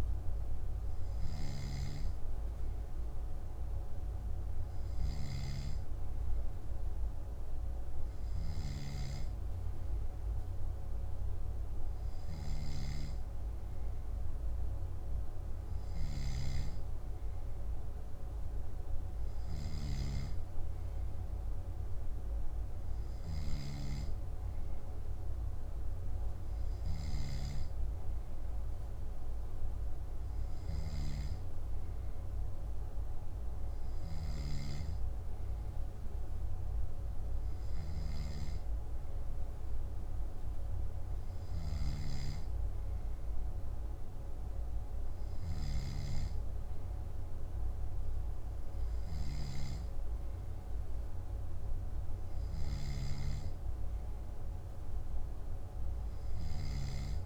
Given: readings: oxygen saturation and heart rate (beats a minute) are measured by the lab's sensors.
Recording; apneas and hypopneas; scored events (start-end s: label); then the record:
breathing in sleep by a room microphone; none
none scored
From the record:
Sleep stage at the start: N2 (light sleep); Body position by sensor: on the back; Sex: male